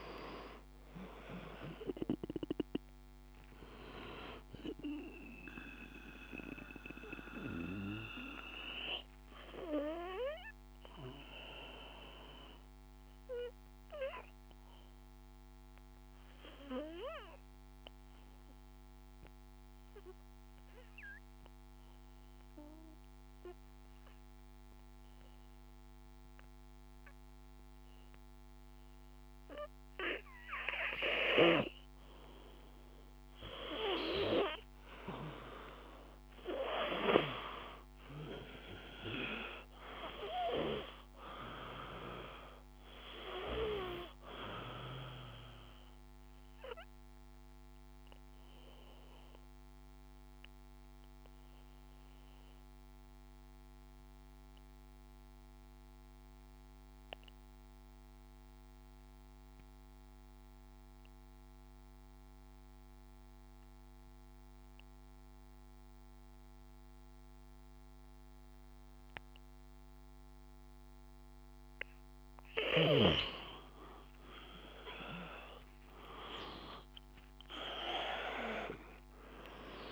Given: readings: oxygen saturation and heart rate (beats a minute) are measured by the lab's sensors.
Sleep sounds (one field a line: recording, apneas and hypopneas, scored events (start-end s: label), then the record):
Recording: breathing in sleep by a microphone on the trachea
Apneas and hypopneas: 2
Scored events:
0.00-22.50 s: oxygen desaturation (device-marked, oxygen 86% lowest, heart rate 49 extreme)
6.50-31.00 s: obstructive apnea (oxygen 97% before, 86% lowest, heart rate 53 before, 51 extreme, up 1 after)
33.50-38.50 s: arousal
40.50-60.50 s: oxygen desaturation (device-marked, oxygen 97% before, 90% lowest, heart rate 54 before, 51 extreme)
48.00-71.00 s: obstructive apnea (oxygen 98% before, 88% lowest, heart rate 54 before, 49 extreme, up 7 after)
73.00-77.00 s: arousal
73.50-79.92 s: oxygen desaturation (device-marked, oxygen 97% before, 88% lowest, heart rate 53 before, 49 extreme)
From the record:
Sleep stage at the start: N2 (light sleep)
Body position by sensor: on the back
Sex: male